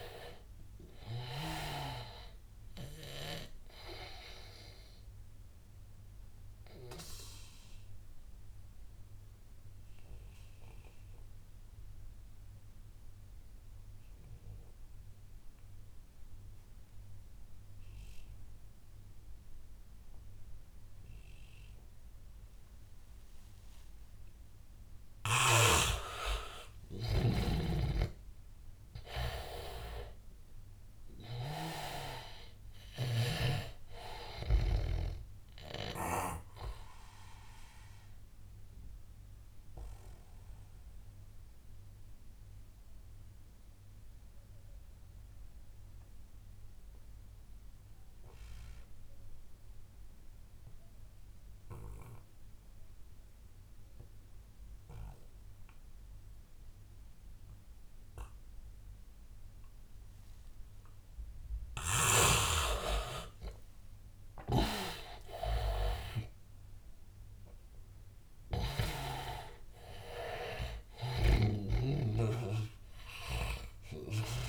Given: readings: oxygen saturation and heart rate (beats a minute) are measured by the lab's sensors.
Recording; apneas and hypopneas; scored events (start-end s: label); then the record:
breathing in sleep by a room microphone; 2
0.00-18.00 s: oxygen desaturation (device-marked, oxygen 85% lowest, heart rate 82 extreme)
5.00-25.00 s: obstructive apnea (oxygen 99% before, 81% lowest, heart rate 88 before, 82 extreme, up 10 after)
20.00-47.00 s: oxygen desaturation (device-marked, oxygen 99% before, 82% lowest, heart rate 88 before, 81 extreme)
28.00-31.50 s: arousal
37.00-61.00 s: obstructive apnea (oxygen 99% before, 81% lowest, heart rate 90 before, 81 extreme, up 11 after)
54.00-74.49 s: oxygen desaturation (device-marked, oxygen 99% before, 81% lowest, heart rate 87 before, 77 extreme)
65.00-69.00 s: arousal
From the record:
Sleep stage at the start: N2 (light sleep); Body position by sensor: on the back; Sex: male